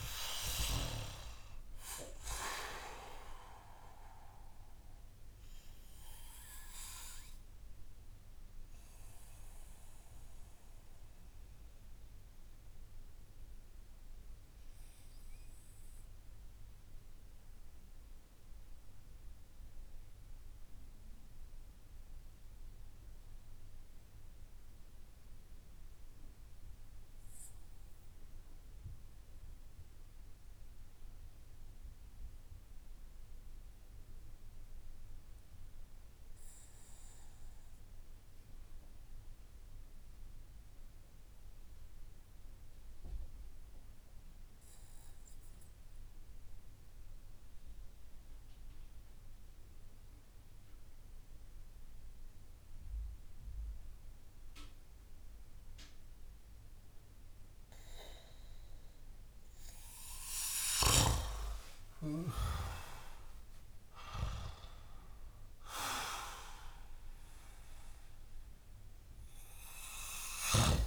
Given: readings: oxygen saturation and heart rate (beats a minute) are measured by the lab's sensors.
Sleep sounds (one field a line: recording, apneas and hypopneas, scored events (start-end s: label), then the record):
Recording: breathing in sleep by a room microphone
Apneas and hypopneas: 1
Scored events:
0.00-27.00 s: oxygen desaturation (device-marked, oxygen 84% lowest)
5.50-57.00 s: obstructive apnea (oxygen 96% before, 84% lowest)
49.00-70.86 s: oxygen desaturation (device-marked, oxygen 98% before, 89% lowest)
60.00-64.50 s: arousal
From the record:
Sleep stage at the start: N2 (light sleep)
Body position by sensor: on the back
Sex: male